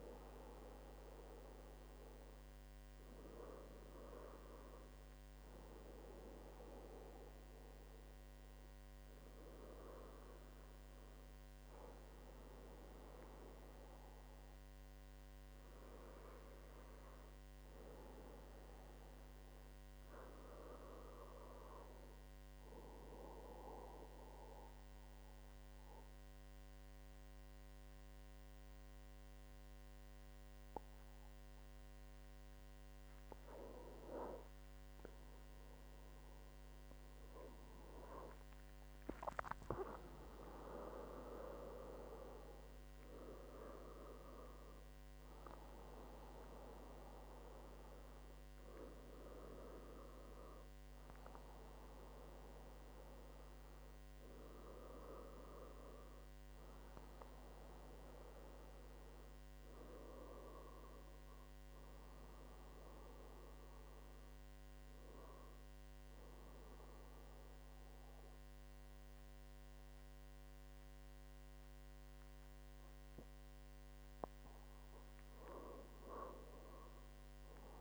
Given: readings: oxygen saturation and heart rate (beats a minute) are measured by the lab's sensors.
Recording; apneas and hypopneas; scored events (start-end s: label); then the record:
breathing in sleep by a microphone on the trachea; 1
17.50-21.00 s: arousal
23.50-33.50 s: central apnea (oxygen 98% before, 93% lowest, heart rate 76 before, 75 extreme, up 7 after)
36.50-40.50 s: arousal
39.00-51.00 s: oxygen desaturation (device-marked, oxygen 96% before, 93% lowest, heart rate 77 before, 74 extreme)
74.50-77.81 s: arousal
From the record:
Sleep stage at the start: N2 (light sleep); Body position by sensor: on the back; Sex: male